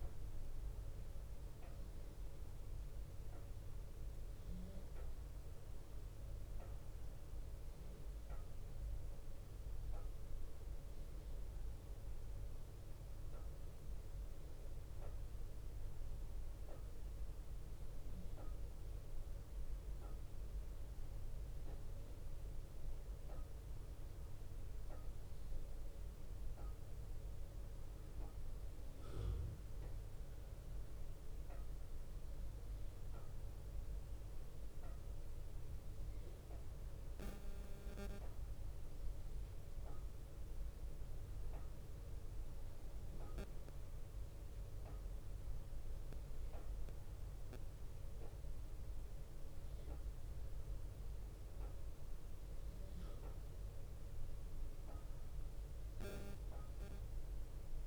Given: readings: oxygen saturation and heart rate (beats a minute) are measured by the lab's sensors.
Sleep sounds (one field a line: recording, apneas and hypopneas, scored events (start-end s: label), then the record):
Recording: breathing in sleep, hard to hear, by a room microphone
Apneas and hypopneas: none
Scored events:
none scored
From the record:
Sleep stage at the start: N1 (lightest sleep)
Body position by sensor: on the right side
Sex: male